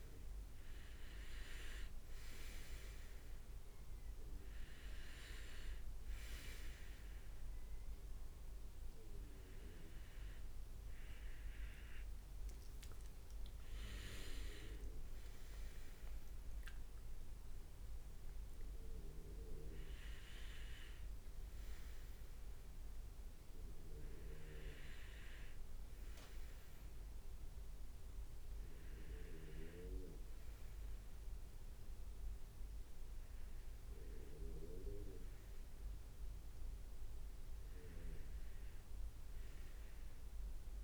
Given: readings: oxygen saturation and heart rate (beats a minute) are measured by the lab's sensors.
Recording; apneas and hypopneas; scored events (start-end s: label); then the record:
breathing in sleep by a room microphone; none
0.00-3.50 s: oxygen desaturation (device-marked, oxygen 93% lowest, heart rate 68 extreme)
13.50-18.00 s: arousal
From the record:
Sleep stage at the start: N2 (light sleep); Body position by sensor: on the right side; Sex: male